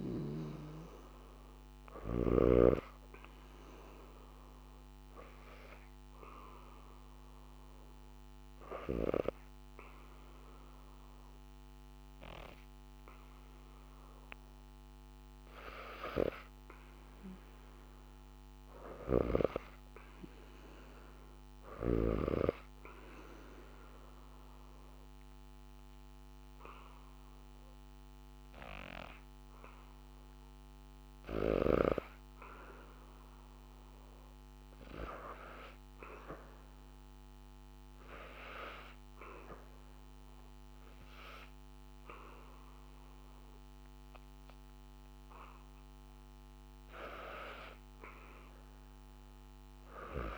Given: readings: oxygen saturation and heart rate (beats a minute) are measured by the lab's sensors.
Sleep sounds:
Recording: breathing in sleep by a microphone on the trachea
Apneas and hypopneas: 1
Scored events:
0.00-2.00 s: snoring (device-marked)
0.00-3.00 s: oxygen desaturation (device-marked, oxygen 87% lowest, heart rate 72 extreme)
5.50-16.00 s: hypopnea (oxygen 99% before, 90% lowest, heart rate 81 before, 74 extreme, up 2 after)
16.50-20.50 s: arousal
21.00-40.00 s: oxygen desaturation (device-marked, oxygen 99% before, 93% lowest, heart rate 78 before, 74 extreme)
46.00-50.38 s: oxygen desaturation (device-marked, oxygen 96% before, 90% lowest, heart rate 75 before, 73 extreme)
From the record:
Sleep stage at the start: N2 (light sleep)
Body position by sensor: on the back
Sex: female

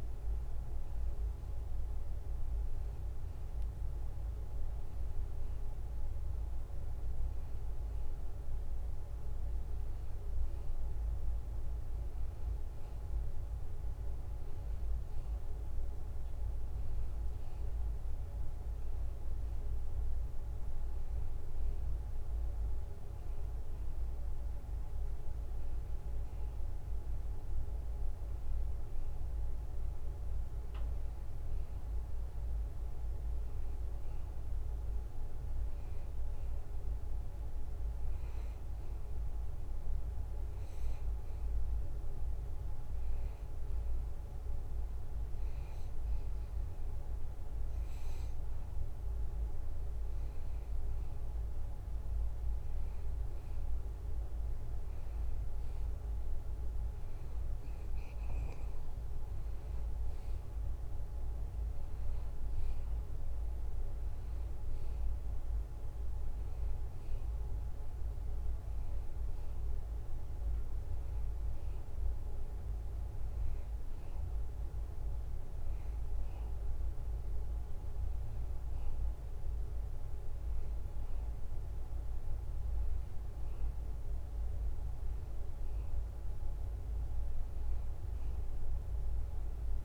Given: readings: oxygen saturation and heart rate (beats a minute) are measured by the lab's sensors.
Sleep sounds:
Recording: breathing in sleep, hard to hear, by a room microphone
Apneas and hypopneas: none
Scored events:
18.50-89.85 s: new sleep stage, N2 (light sleep)
From the record:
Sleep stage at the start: N1 (lightest sleep)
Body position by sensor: on the back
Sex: male

